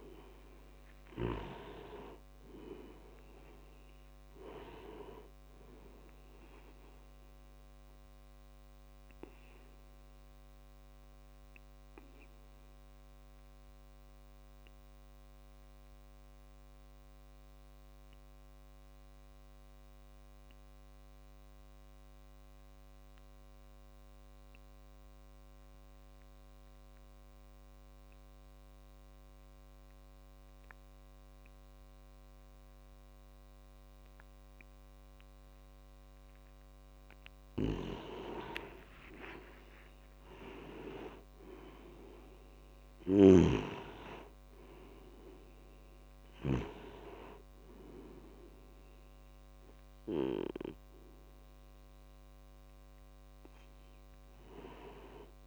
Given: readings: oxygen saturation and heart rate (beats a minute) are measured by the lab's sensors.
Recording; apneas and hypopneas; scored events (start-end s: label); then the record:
breathing in sleep by a microphone on the trachea; 1
0.00-22.50 s: oxygen desaturation (device-marked, oxygen 89% lowest)
9.50-36.00 s: obstructive apnea (oxygen 97% before, 89% lowest)
35.50-55.47 s: oxygen desaturation (device-marked, oxygen 98% before, 89% lowest)
38.00-42.00 s: arousal
43.00-46.50 s: snoring (device-marked)
From the record:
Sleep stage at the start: N2 (light sleep); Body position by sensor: on the back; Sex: male